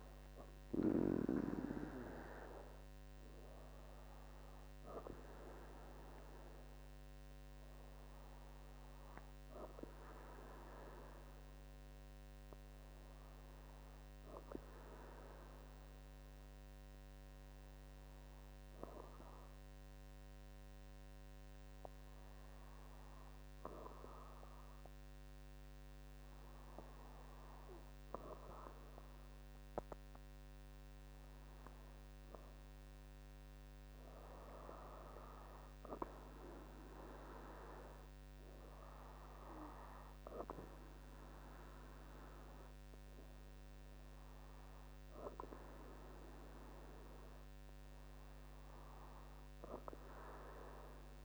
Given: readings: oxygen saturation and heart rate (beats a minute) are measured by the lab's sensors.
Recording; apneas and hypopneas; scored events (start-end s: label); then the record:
breathing in sleep by a microphone on the trachea; 1
16.00-29.00 s: hypopnea (oxygen 98% before, 96% lowest, heart rate 68 before, 64 extreme, up 3 after)
34.50-39.50 s: arousal
From the record:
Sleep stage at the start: N2 (light sleep); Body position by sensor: on the back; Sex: female